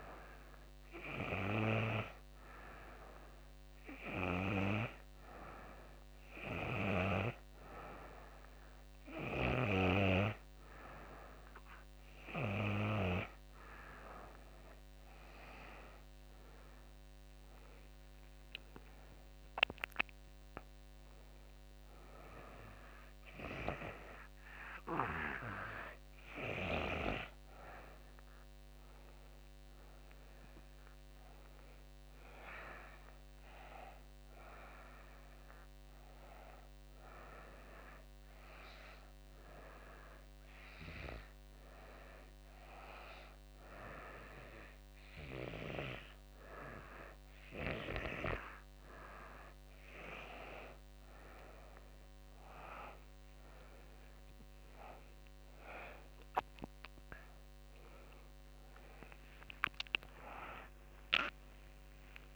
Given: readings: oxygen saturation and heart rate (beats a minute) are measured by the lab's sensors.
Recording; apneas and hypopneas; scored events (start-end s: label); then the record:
breathing in sleep by a microphone on the trachea; 1
17.50-21.50 s: arousal
36.50-48.50 s: hypopnea (oxygen 95% before, 91% lowest, heart rate 86 before, 80 extreme, up 8 after)
58.00-62.36 s: arousal
From the record:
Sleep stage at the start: N2 (light sleep); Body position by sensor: on the back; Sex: female